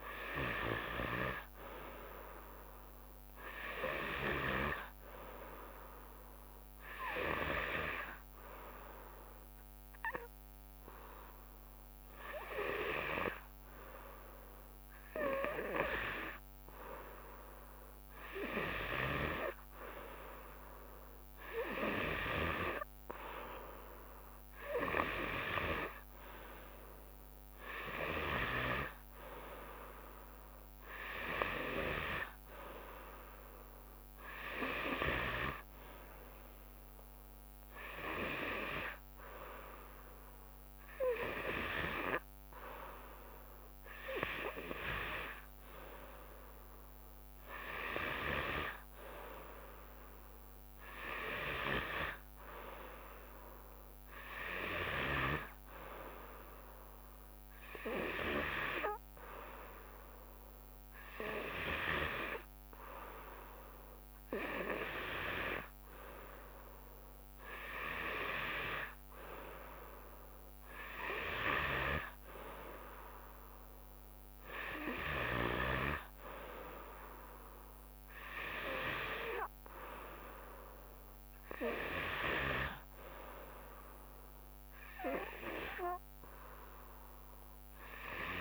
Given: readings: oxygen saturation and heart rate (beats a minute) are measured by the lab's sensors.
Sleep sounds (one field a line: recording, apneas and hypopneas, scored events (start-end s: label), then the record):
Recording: breathing in sleep by a microphone on the trachea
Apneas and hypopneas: none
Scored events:
62.00-88.41 s: new sleep stage, N3 (deep sleep)
From the record:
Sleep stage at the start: N2 (light sleep)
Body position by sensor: on the back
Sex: female